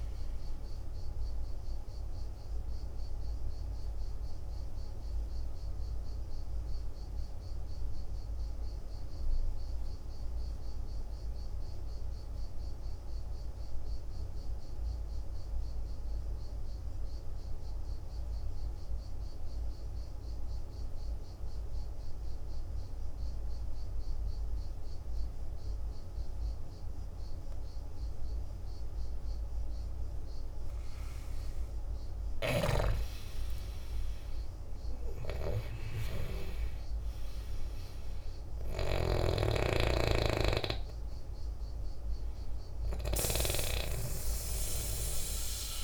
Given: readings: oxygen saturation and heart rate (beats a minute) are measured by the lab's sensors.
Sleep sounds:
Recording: breathing in sleep by a room microphone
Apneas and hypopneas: 1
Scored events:
0.00-7.50 s: oxygen desaturation (device-marked, oxygen 84% lowest, heart rate 50 extreme)
0.50-31.00 s: obstructive apnea (oxygen 96% before, 84% lowest, heart rate 59 before, 50 extreme, up 10 after)
27.50-45.84 s: oxygen desaturation (device-marked, oxygen 98% before, 86% lowest, heart rate 51 before, 50 extreme)
33.50-37.50 s: arousal
From the record:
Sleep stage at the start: N2 (light sleep)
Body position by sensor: on the back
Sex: male

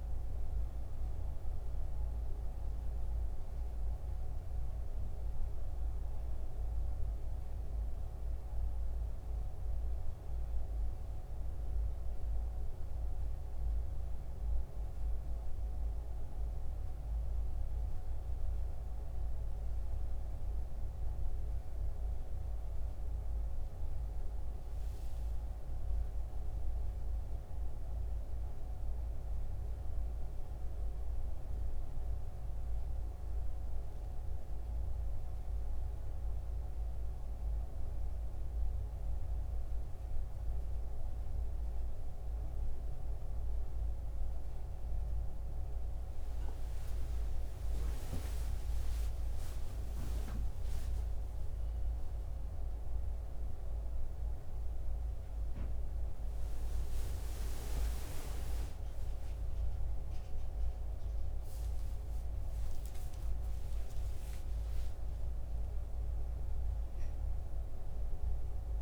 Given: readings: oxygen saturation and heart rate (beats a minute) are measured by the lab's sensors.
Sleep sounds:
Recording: a person partly awake in a sleep study, hard to hear, by a room microphone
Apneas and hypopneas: none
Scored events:
0.00-22.00 s: oxygen desaturation (device-marked, oxygen 84% lowest, heart rate 72 extreme)
15.00-45.00 s: new sleep stage, N1 (lightest sleep)
45.00-68.82 s: new sleep stage, awake
From the record:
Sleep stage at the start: N2 (light sleep)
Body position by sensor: on the back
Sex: male

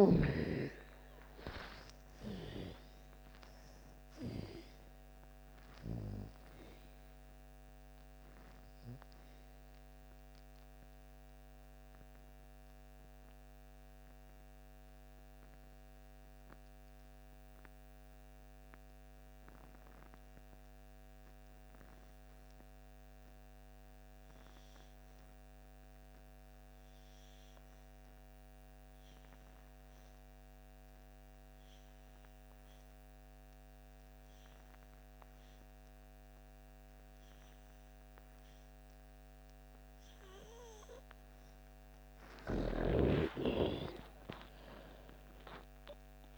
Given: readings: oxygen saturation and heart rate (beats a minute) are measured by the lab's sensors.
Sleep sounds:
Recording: breathing in sleep by a microphone on the trachea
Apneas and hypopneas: 1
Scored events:
0.00-1.50 s: arousal
0.00-24.50 s: oxygen desaturation (device-marked, oxygen 77% lowest)
8.50-41.50 s: mixed apnea (oxygen 98% before, 77% lowest)
31.50-46.38 s: oxygen desaturation (device-marked, oxygen 98% before, 79% lowest)
42.00-46.38 s: snoring (device-marked)
43.00-46.38 s: arousal
From the record:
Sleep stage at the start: N2 (light sleep)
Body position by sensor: on the back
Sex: female

